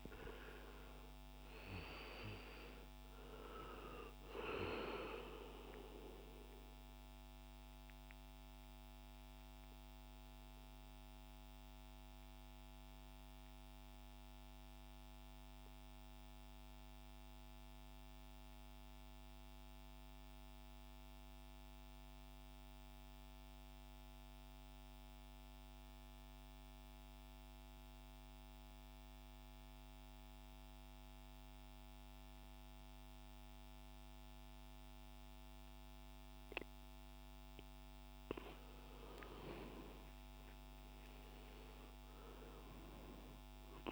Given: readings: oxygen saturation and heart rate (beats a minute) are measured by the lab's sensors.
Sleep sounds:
breathing in sleep by a microphone on the trachea; 1
0.00-20.00 s: oxygen desaturation (device-marked, oxygen 81% lowest, heart rate 59 extreme)
6.00-38.00 s: obstructive apnea (oxygen 95% before, 81% lowest, heart rate 81 before, 60 extreme, up 10 after)
39.50-43.50 s: arousal
40.00-43.92 s: oxygen desaturation (device-marked, oxygen 98% before, 91% lowest, heart rate 65 before, 61 extreme)
From the record:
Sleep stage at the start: N2 (light sleep); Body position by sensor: on the back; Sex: male

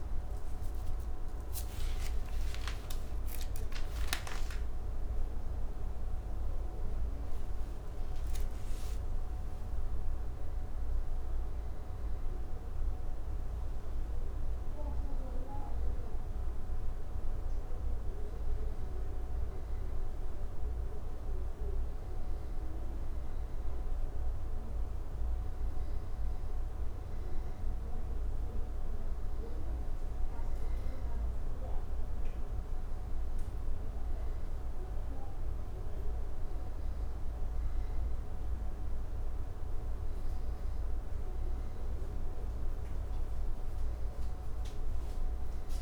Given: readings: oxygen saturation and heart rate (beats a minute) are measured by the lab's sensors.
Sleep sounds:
breathing in sleep, hard to hear, by a room microphone; none
none scored
From the record:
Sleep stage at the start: N2 (light sleep); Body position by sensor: on the back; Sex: male

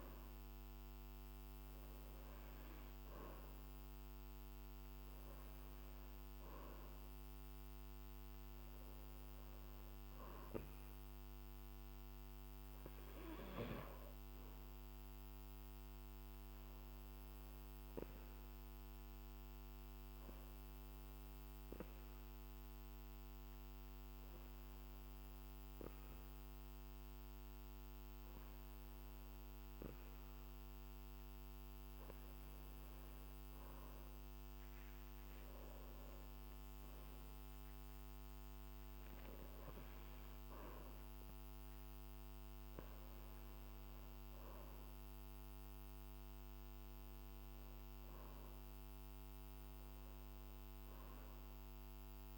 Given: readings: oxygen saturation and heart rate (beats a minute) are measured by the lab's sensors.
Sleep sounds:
breathing in sleep, hard to hear, by a microphone on the trachea; none
none scored
From the record:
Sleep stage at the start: N2 (light sleep); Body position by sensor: on the back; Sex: male

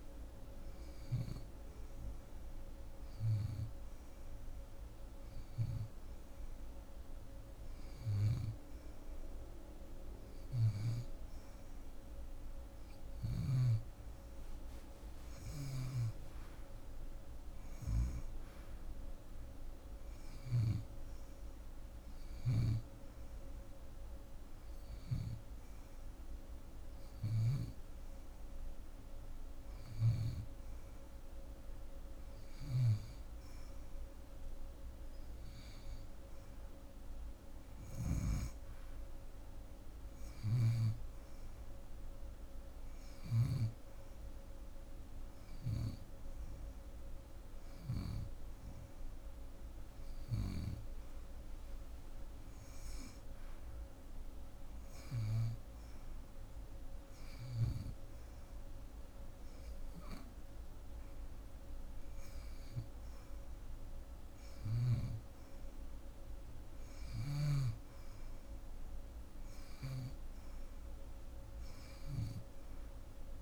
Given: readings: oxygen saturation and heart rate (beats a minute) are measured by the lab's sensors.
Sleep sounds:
breathing in sleep by a room microphone; none
7.50-13.00 s: snoring (device-marked)
15.00-20.00 s: snoring (device-marked)
29.00-37.50 s: snoring (device-marked)
39.50-43.00 s: snoring (device-marked)
45.00-50.00 s: snoring (device-marked)
From the record:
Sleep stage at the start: N2 (light sleep); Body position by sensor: on the left side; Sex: female

